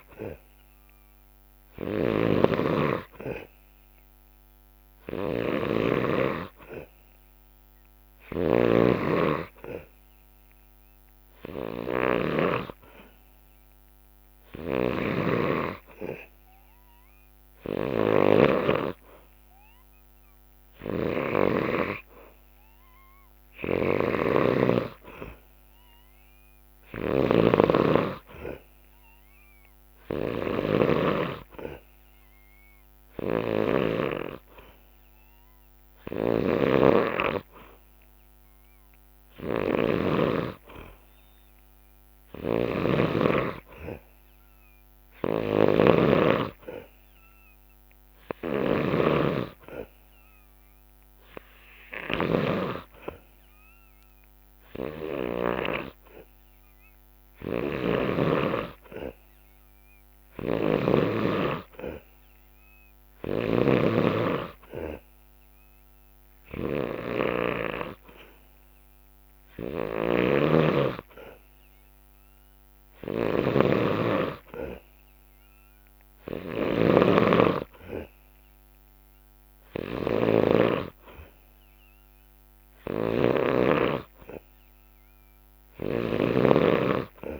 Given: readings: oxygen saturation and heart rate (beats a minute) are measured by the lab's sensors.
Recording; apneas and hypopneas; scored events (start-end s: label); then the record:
breathing in sleep by a microphone on the trachea; none
0.00-8.50 s: snoring (device-marked)
14.50-18.50 s: snoring (device-marked)
20.50-34.00 s: snoring (device-marked)
36.00-58.00 s: snoring (device-marked)
55.00-57.00 s: long interval between heartbeats (device-marked, heart rate 66 before, 64 extreme)
60.00-63.50 s: snoring (device-marked)
69.50-87.40 s: snoring (device-marked)
86.00-87.40 s: long interval between heartbeats (device-marked, heart rate 69 before, 64 extreme)
From the record:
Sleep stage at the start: N2 (light sleep); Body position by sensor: on the back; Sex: male